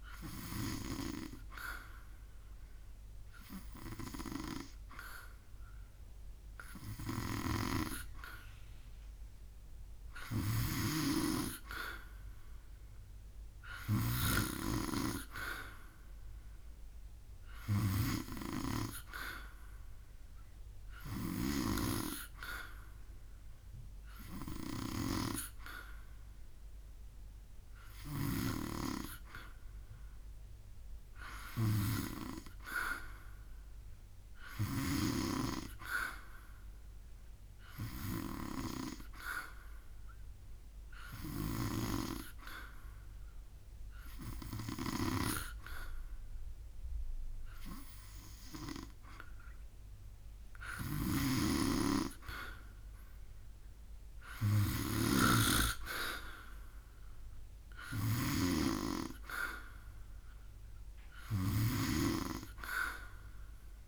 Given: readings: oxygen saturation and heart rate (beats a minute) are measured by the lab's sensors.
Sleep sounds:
breathing in sleep by a room microphone; none
10.00-14.00 s: snoring (device-marked)
50.00-63.88 s: snoring (device-marked)
From the record:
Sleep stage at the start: N2 (light sleep); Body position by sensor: on the back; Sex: male

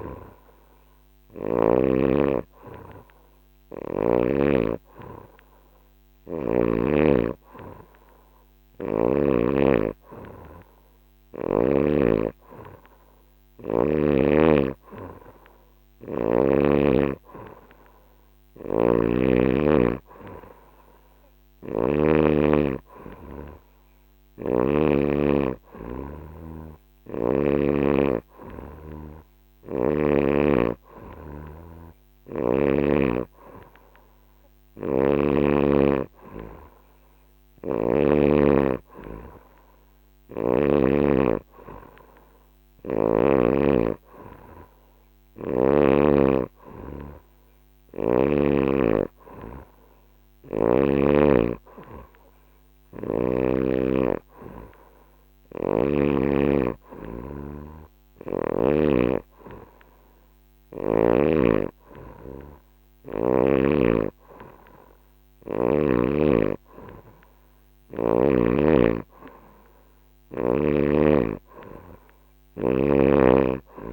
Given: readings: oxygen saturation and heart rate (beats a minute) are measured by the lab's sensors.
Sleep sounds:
breathing in sleep by a microphone on the trachea; none
0.00-1.50 s: snoring (device-marked)
21.00-24.50 s: snoring (device-marked)
29.00-32.50 s: snoring (device-marked)
37.00-40.50 s: snoring (device-marked)
55.00-58.50 s: snoring (device-marked)
67.50-73.93 s: new sleep stage, N3 (deep sleep)
From the record:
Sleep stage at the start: N2 (light sleep); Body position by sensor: on the back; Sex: female

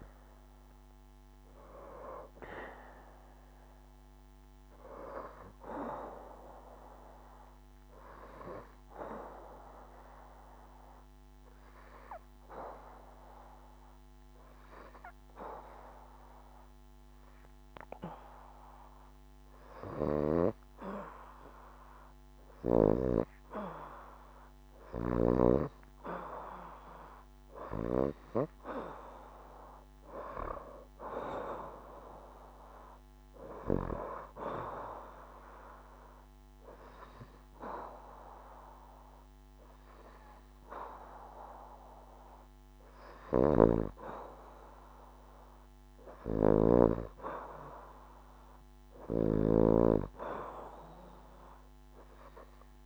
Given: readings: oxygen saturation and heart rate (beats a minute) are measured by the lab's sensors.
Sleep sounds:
breathing in sleep by a microphone on the trachea; 1
0.00-3.50 s: oxygen desaturation (device-marked, oxygen 76% lowest, heart rate 73 extreme)
8.50-22.00 s: obstructive apnea (oxygen 91% before, 79% lowest, heart rate 80 before, 73 extreme, up 8 after)
24.50-28.00 s: arousal
25.50-49.50 s: oxygen desaturation (device-marked, oxygen 92% before, 79% lowest, heart rate 74 before, 78 extreme)
42.50-49.00 s: snoring (device-marked)
From the record:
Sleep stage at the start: N2 (light sleep); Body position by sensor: on the back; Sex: female

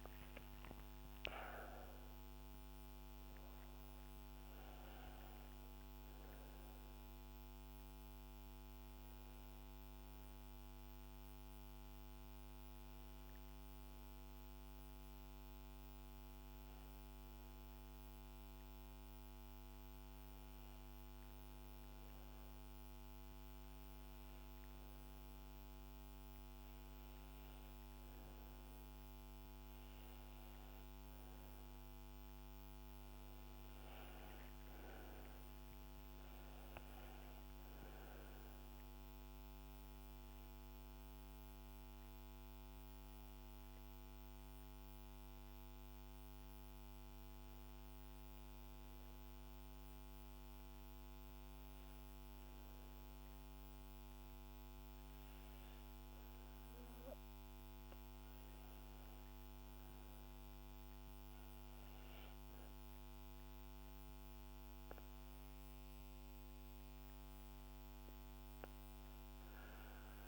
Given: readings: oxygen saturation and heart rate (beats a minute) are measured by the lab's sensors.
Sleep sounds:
breathing in sleep, hard to hear, by a microphone on the trachea; 2
0.00-6.50 s: oxygen desaturation (device-marked, oxygen 93% lowest, heart rate 69 extreme)
14.50-29.00 s: hypopnea (oxygen 99% before, 94% lowest, heart rate 80 before, 68 extreme, up 4 after)
30.50-34.00 s: arousal
35.50-57.50 s: oxygen desaturation (device-marked, oxygen 98% before, 94% lowest, heart rate 70 before, 65 extreme)
45.00-59.00 s: obstructive apnea (oxygen 99% before, 94% lowest, heart rate 72 before, 65 extreme, up 1 after)
From the record:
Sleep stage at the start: N1 (lightest sleep); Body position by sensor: on the back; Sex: female

